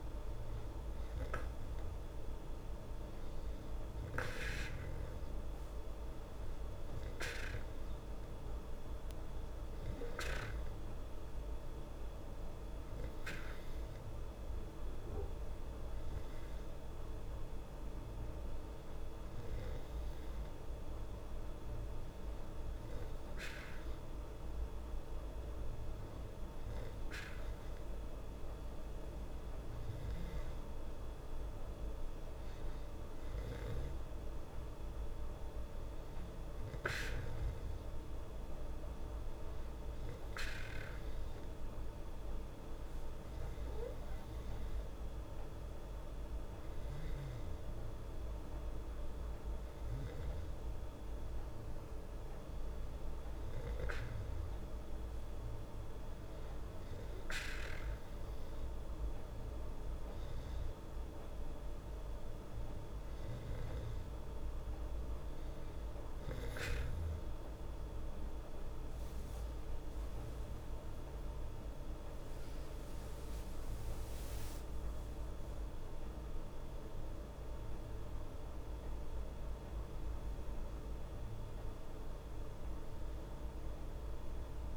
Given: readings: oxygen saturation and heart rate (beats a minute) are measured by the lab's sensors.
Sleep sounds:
breathing in sleep, hard to hear, by a room microphone; none
70.00-75.50 s: arousal
From the record:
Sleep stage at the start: N2 (light sleep); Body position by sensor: on the back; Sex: female

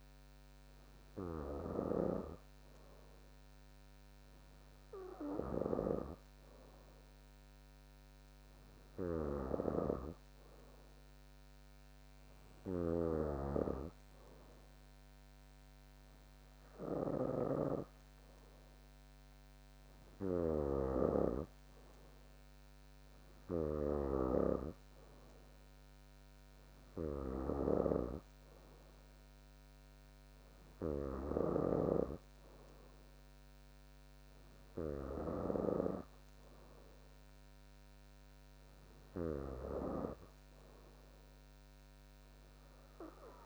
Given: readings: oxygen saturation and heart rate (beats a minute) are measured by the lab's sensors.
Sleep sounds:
breathing in sleep by a microphone on the trachea; none
8.50-18.50 s: oxygen desaturation (device-marked, oxygen 98% before, 95% lowest, heart rate 63 before, 64 extreme)
13.00-21.00 s: snoring (device-marked)
27.50-32.00 s: snoring (device-marked)
From the record:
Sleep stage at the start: N2 (light sleep); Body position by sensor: on the back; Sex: female

